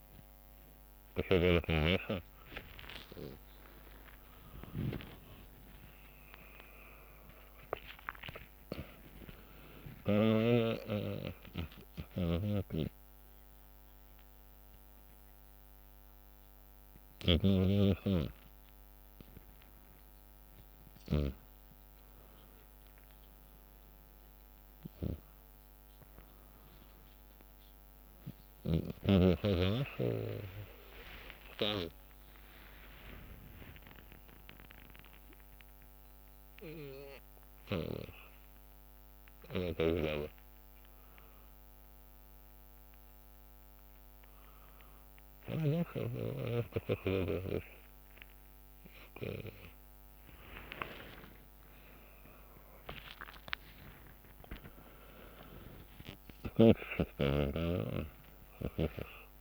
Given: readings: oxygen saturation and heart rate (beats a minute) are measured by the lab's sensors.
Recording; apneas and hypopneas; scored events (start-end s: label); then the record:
a person awake in a sleep study, by a microphone on the trachea; none
40.00-46.00 s: snoring (device-marked)
56.00-58.00 s: long interval between heartbeats (device-marked, heart rate 70 before, 87 extreme)
57.50-59.41 s: snoring (device-marked)
From the record:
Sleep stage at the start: awake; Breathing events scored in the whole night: 279 in 3.7 hours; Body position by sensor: on the back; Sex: male